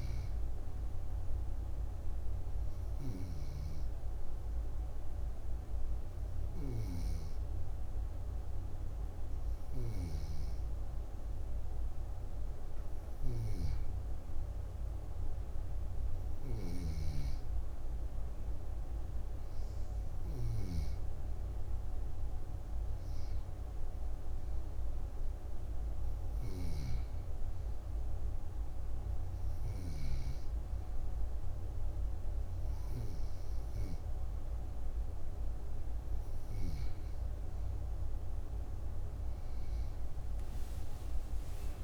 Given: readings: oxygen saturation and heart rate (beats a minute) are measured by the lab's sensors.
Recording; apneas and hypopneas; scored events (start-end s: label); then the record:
breathing in sleep, hard to hear, by a room microphone; 1
2.50-13.50 s: hypopnea (oxygen 93% before, 88% lowest, heart rate 65 before, 60 extreme, up 5 after)
15.00-19.00 s: arousal
28.00-41.84 s: new sleep stage, N1 (lightest sleep)
From the record:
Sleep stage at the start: N2 (light sleep); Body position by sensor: on the back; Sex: female